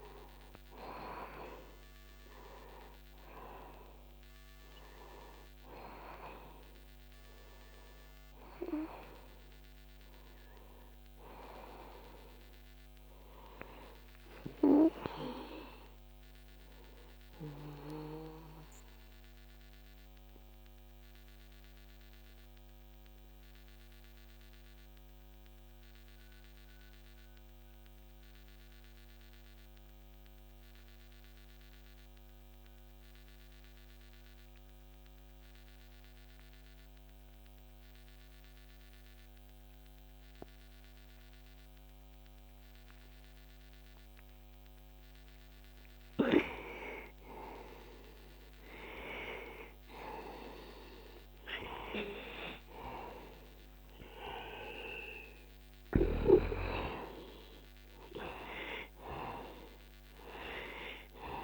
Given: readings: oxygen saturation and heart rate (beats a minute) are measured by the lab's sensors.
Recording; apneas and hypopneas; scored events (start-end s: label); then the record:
a person partly awake in a sleep study, by a microphone on the trachea; 1
0.00-25.50 s: oxygen desaturation (device-marked, oxygen 86% lowest, heart rate 54 extreme)
13.50-61.43 s: new sleep stage, N2 (light sleep)
19.00-46.00 s: mixed apnea (oxygen 96% before, 86% lowest, heart rate 62 before, 63 extreme, up 0 after)
47.50-51.00 s: arousal
51.50-61.43 s: oxygen desaturation (device-marked, oxygen 98% before, 86% lowest, heart rate 65 before, 62 extreme)
From the record:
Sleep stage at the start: awake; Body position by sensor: on the back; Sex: male